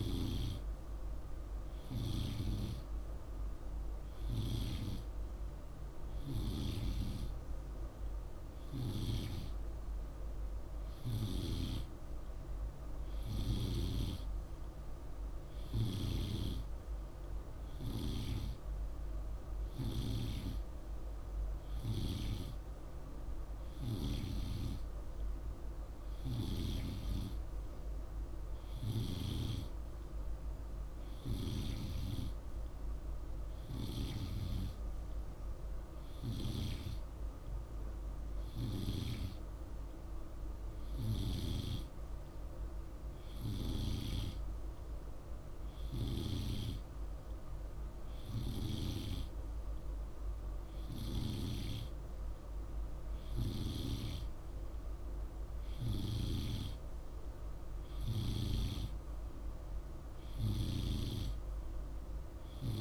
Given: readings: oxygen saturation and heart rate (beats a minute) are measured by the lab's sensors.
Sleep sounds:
breathing in sleep by a room microphone; none
none scored
From the record:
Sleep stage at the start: N2 (light sleep); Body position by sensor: on the right side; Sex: male

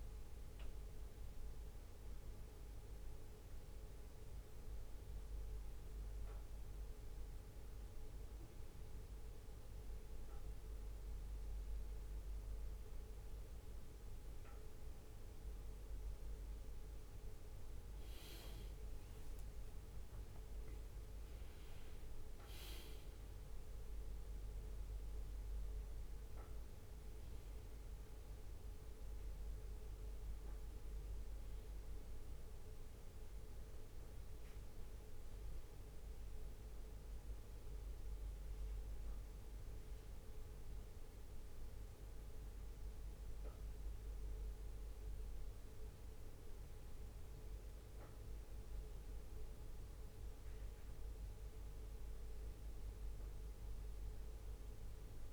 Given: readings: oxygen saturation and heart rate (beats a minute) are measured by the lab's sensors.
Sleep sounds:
a person awake in a sleep study, hard to hear, by a room microphone; none
13.50-15.50 s: bradycardia (device-marked, heart rate 66 before, 61 extreme)
17.50-18.50 s: leg movement (device-marked)
From the record:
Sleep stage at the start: awake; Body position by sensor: on the left side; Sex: male

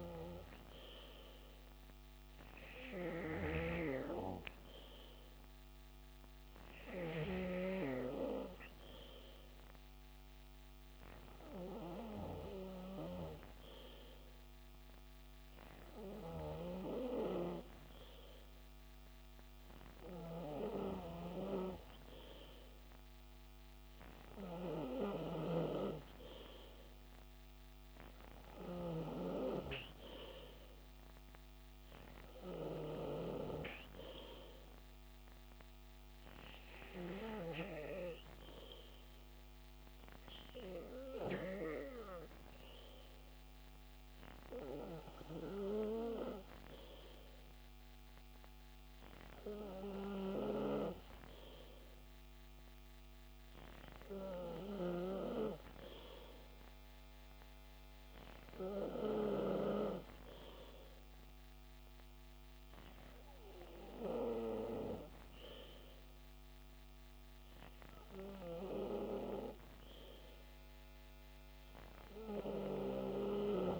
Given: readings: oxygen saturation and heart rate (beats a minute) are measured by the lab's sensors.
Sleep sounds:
breathing in sleep by a microphone on the trachea; none
none scored
From the record:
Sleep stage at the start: N2 (light sleep); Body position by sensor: on the back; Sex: male

